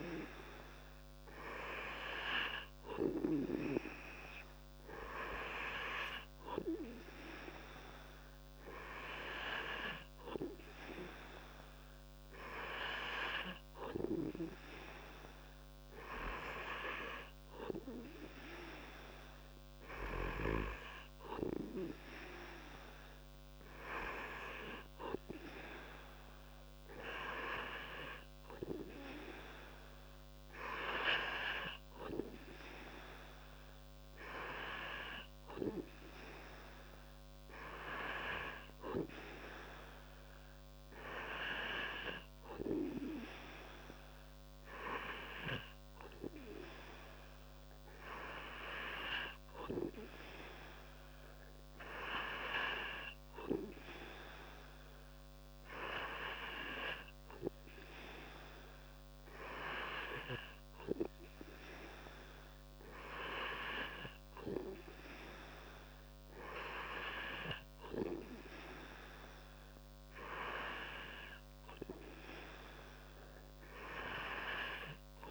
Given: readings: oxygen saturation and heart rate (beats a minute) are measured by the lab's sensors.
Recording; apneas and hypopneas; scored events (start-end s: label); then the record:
breathing in sleep by a microphone on the trachea; none
none scored
From the record:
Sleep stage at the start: N2 (light sleep); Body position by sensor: on the back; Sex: male